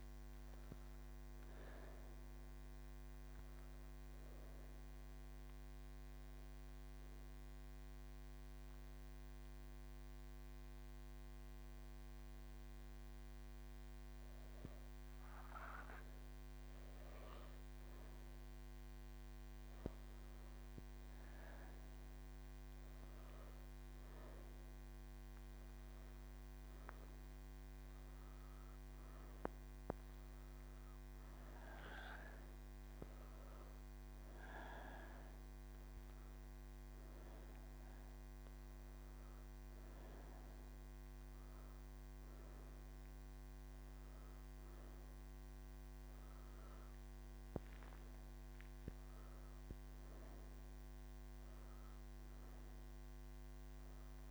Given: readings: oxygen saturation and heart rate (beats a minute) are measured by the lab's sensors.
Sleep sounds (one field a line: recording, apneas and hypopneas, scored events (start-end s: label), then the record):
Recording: breathing in sleep by a microphone on the trachea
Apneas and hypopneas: 1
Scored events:
2.00-6.00 s: oxygen desaturation (device-marked, oxygen 96% before, 93% lowest, heart rate 58 before, 36 extreme)
7.00-17.00 s: hypopnea (oxygen 97% before, 92% lowest, heart rate 60 before, 36 extreme, up 8 after)
44.00-52.00 s: oxygen desaturation (device-marked, oxygen 95% before, 92% lowest, heart rate 59 before, 45 extreme)
From the record:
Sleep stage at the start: N3 (deep sleep)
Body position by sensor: on the right side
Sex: female